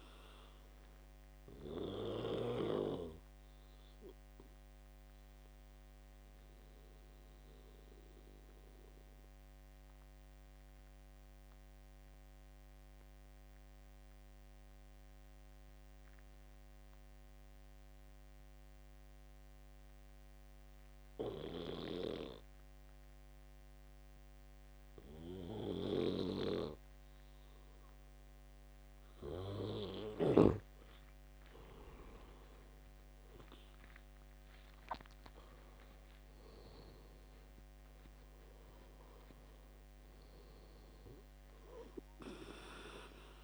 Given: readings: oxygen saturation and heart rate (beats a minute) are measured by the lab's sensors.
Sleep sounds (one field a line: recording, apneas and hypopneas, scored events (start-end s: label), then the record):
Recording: breathing in sleep by a microphone on the trachea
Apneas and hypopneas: 1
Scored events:
0.00-2.50 s: oxygen desaturation (device-marked, oxygen 90% lowest, heart rate 58 extreme)
1.50-29.50 s: obstructive apnea (oxygen 97% before, 88% lowest, heart rate 77 before, 58 extreme, up 11 after)
4.50-8.50 s: bradycardia (device-marked, heart rate 73 before, 59 extreme)
10.50-22.50 s: oxygen desaturation (device-marked, oxygen 92% before, 89% lowest, heart rate 74 before, 69 extreme)
32.50-38.00 s: arousal
34.50-43.44 s: oxygen desaturation (device-marked, oxygen 98% before, 88% lowest, heart rate 72 before, 65 extreme)
From the record:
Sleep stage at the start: N2 (light sleep)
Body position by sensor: on the back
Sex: male